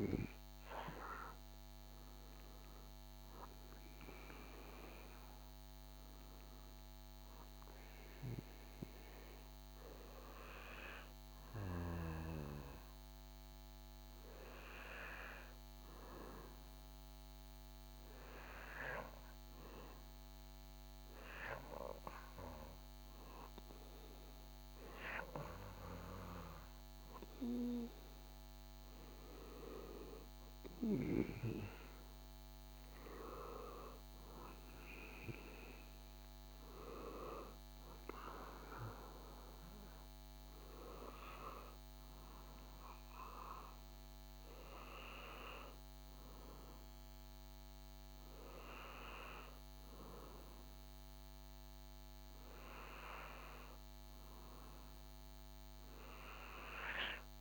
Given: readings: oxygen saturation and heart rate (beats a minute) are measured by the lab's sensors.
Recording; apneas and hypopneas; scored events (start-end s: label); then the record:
breathing in sleep by a microphone on the trachea; 1
0.00-6.50 s: oxygen desaturation (device-marked, oxygen 96% lowest, heart rate 57 extreme)
16.00-27.50 s: hypopnea (oxygen 99% before, 92% lowest, heart rate 62 before, 58 extreme, up 13 after)
29.00-31.50 s: arousal
30.50-57.41 s: oxygen desaturation (device-marked, oxygen 98% before, 92% lowest, heart rate 62 before, 57 extreme)
From the record:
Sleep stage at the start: N2 (light sleep); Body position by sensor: on the back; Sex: male